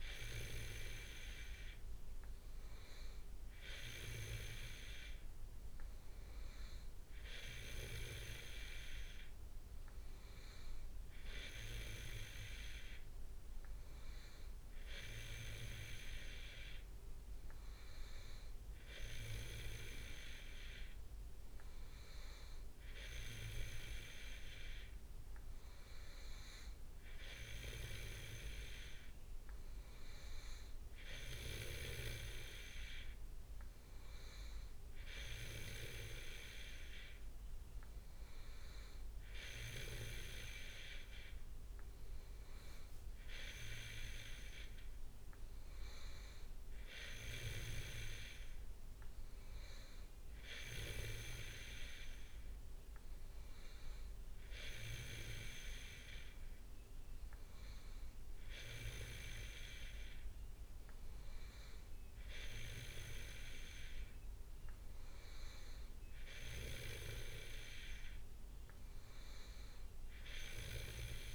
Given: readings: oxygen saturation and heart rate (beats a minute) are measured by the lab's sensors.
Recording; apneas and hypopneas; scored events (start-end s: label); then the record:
breathing in sleep by a room microphone; none
41.50-42.50 s: leg movement (device-marked)
From the record:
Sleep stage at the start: N2 (light sleep); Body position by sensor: on the back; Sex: male